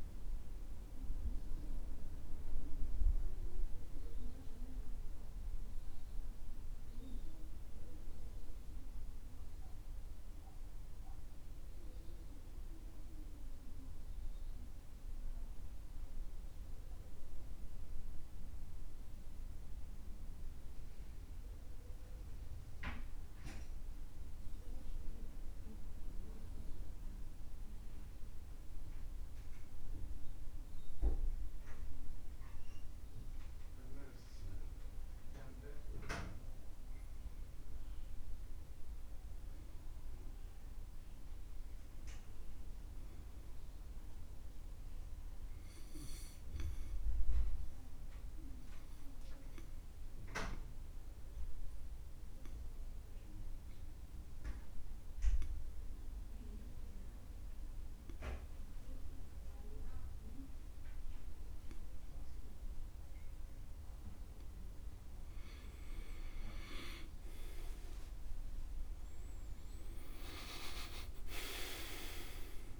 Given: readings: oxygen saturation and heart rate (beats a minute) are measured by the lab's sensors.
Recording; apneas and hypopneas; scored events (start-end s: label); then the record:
breathing in sleep by a room microphone; 2
0.00-16.00 s: oxygen desaturation (device-marked, oxygen 88% lowest, heart rate 64 extreme)
23.50-36.50 s: mixed apnea (oxygen 98% before, 90% lowest, heart rate 65 before, 64 extreme, up 6 after)
37.50-42.00 s: arousal
46.00-65.00 s: oxygen desaturation (device-marked, oxygen 96% before, 91% lowest, heart rate 66 before, 65 extreme)
48.00-65.00 s: obstructive apnea (oxygen 98% before, 89% lowest, heart rate 67 before, 65 extreme, up 12 after)
68.00-72.50 s: arousal
From the record:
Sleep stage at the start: N2 (light sleep); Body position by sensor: on the back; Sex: male